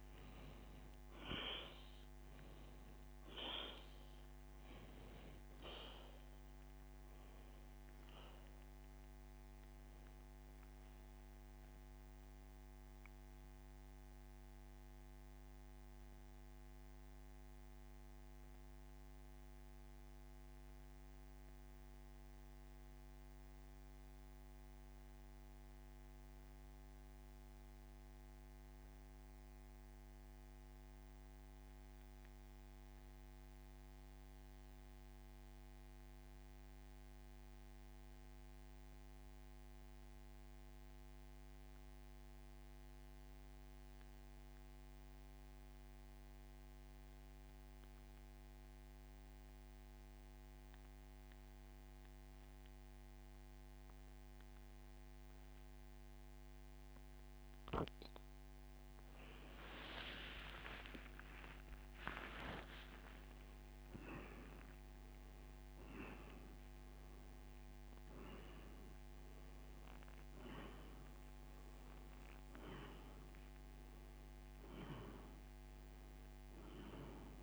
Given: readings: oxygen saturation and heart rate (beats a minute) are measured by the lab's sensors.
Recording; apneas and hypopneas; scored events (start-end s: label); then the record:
breathing in sleep by a microphone on the trachea; 1
0.00-28.50 s: oxygen desaturation (device-marked, oxygen 89% lowest, heart rate 64 extreme)
14.50-57.50 s: mixed apnea (oxygen 97% before, 81% lowest, heart rate 77 before, 51 extreme, up 29 after)
30.50-47.50 s: oxygen desaturation (device-marked, oxygen 91% before, 85% lowest, heart rate 84 before, 57 extreme)
60.00-63.50 s: arousal
63.50-77.43 s: oxygen desaturation (device-marked, oxygen 97% before, 89% lowest, heart rate 81 before, 51 extreme)
From the record:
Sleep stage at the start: N2 (light sleep); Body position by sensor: on the back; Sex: male